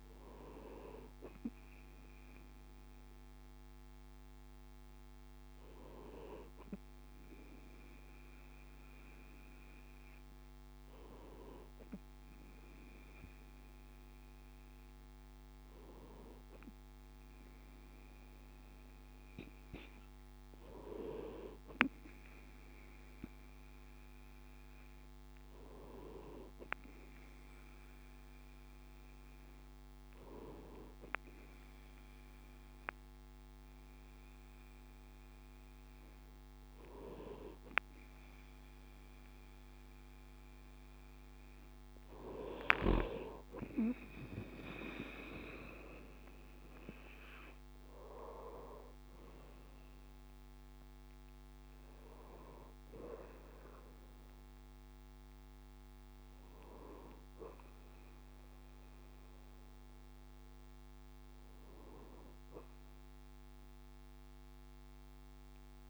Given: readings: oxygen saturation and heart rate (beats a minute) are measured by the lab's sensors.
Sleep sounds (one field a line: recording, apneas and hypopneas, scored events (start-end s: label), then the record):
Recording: breathing in sleep by a microphone on the trachea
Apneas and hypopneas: none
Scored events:
none scored
From the record:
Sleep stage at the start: N2 (light sleep)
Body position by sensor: on the right side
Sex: male